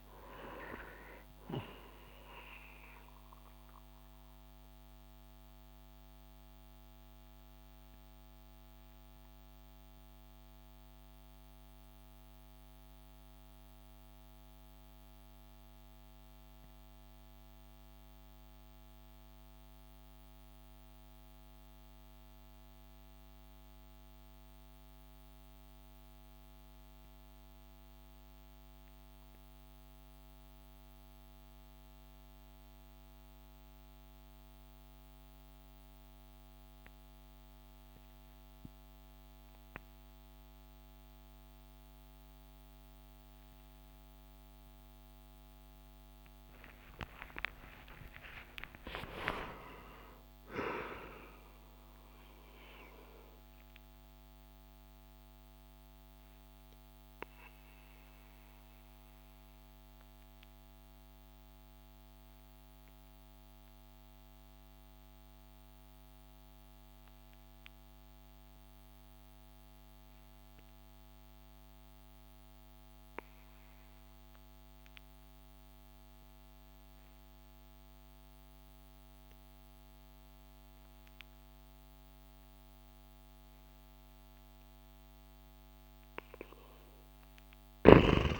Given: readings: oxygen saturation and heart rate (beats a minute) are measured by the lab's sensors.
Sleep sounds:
breathing in sleep by a microphone on the trachea; 2
0.00-1.00 s: oxygen desaturation (device-marked, oxygen 98% before, 90% lowest)
3.50-46.50 s: mixed apnea (oxygen 95% before, 87% lowest)
7.00-21.00 s: oxygen desaturation (device-marked, oxygen 91% before, 87% lowest)
41.00-77.00 s: oxygen desaturation (device-marked, oxygen 98% before, 91% lowest)
47.00-51.00 s: arousal
55.00-83.00 s: obstructive apnea (oxygen 99% before, 85% lowest)
87.00-88.39 s: arousal
From the record:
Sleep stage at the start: N2 (light sleep); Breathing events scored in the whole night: 253 in 7.0 hours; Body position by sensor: on the back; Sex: male

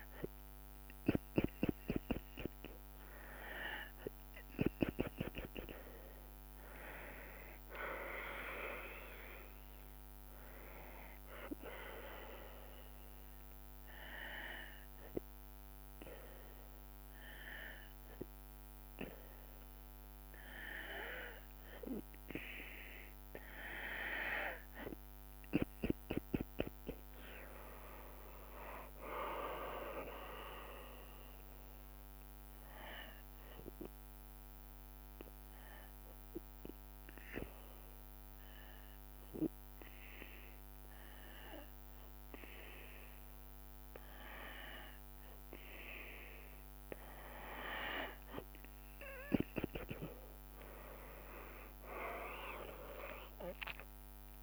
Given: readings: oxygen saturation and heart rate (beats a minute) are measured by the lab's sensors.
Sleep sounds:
breathing in sleep by a microphone on the trachea; 2
0.00-10.50 s: tachycardia (device-marked, heart rate 140 extreme)
8.00-10.00 s: arousal
13.00-23.00 s: hypopnea (oxygen 96% before, 92% lowest, heart rate 106 before, 63 extreme, up 28 after)
27.00-31.00 s: arousal
27.50-38.50 s: drop in pulse transit time (device-marked, heart rate 91 before, 66 extreme)
29.50-47.50 s: oxygen desaturation (device-marked, oxygen 96% before, 92% lowest, heart rate 88 before, 63 extreme)
32.50-44.50 s: hypopnea (oxygen 96% before, 92% lowest, heart rate 83 before, 63 extreme, up 36 after)
49.50-52.50 s: tachycardia (device-marked, heart rate 96 before, 99 extreme)
49.50-54.43 s: oxygen desaturation (device-marked, oxygen 97% before, 92% lowest, heart rate 70 before, 66 extreme)
51.50-54.43 s: arousal
51.50-54.43 s: drop in pulse transit time (device-marked, heart rate 70 before, 72 extreme)
From the record:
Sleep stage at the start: N2 (light sleep); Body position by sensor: on the back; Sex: female

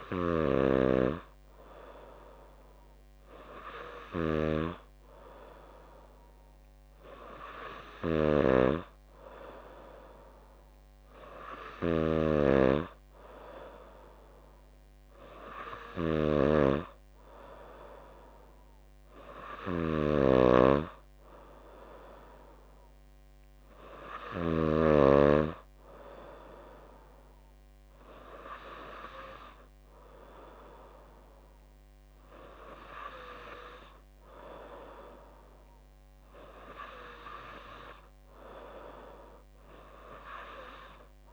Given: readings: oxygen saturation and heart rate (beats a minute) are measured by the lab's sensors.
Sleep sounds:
breathing in sleep by a microphone on the trachea; none
0.00-25.00 s: snoring (device-marked)
From the record:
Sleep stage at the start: N2 (light sleep); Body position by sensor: on the back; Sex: female

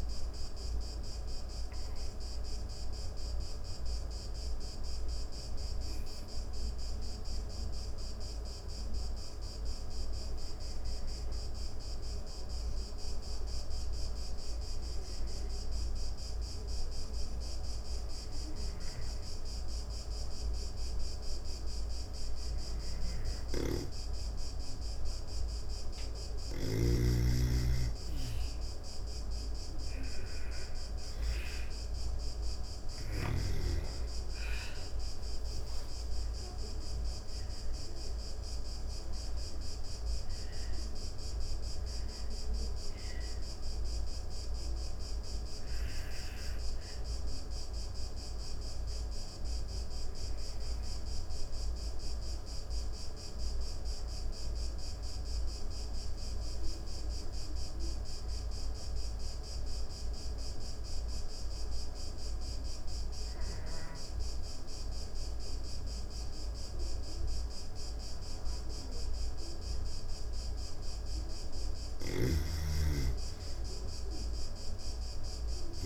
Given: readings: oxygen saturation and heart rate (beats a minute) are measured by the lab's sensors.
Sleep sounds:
breathing in sleep, hard to hear, by a room microphone; 2
0.00-22.50 s: oxygen desaturation (device-marked, oxygen 87% lowest)
7.50-25.50 s: obstructive apnea (oxygen 97% before, 87% lowest)
27.50-32.50 s: arousal
27.50-51.50 s: oxygen desaturation (device-marked, oxygen 97% before, 88% lowest)
43.50-70.50 s: obstructive apnea (oxygen 97% before, 86% lowest, heart rate 46 before, 174 extreme, up 14 after)
70.50-75.86 s: oxygen desaturation (device-marked, oxygen 98% before, 86% lowest)
71.00-75.86 s: snoring (device-marked)
72.00-75.00 s: arousal
From the record:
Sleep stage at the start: N2 (light sleep); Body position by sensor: on the back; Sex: female

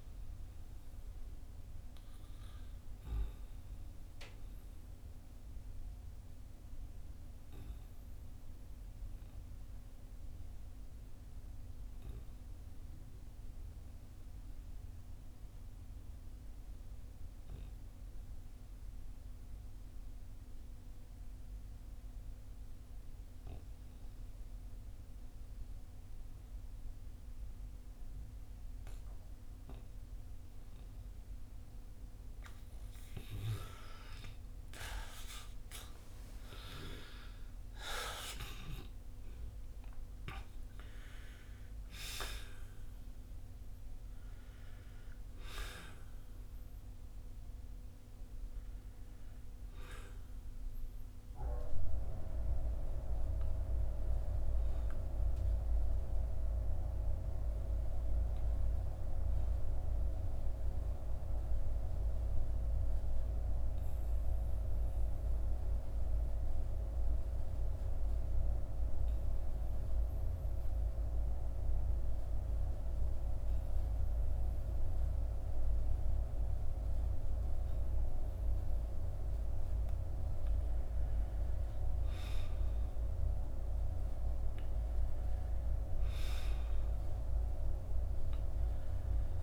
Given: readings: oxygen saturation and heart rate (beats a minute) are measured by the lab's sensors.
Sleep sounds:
breathing in sleep by a room microphone; 2
0.00-23.50 s: oxygen desaturation (device-marked, oxygen 90% lowest, heart rate 48 extreme)
1.50-33.50 s: obstructive apnea (oxygen 97% before, 88% lowest, heart rate 58 before, 48 extreme, up 10 after)
35.00-40.00 s: arousal
35.50-69.50 s: oxygen desaturation (device-marked, oxygen 97% before, 88% lowest, heart rate 53 before, 46 extreme)
60.00-81.00 s: mixed apnea (oxygen 97% before, 88% lowest, heart rate 58 before, 46 extreme, up 12 after)
82.50-86.50 s: arousal
From the record:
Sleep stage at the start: N2 (light sleep); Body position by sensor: on the back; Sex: male

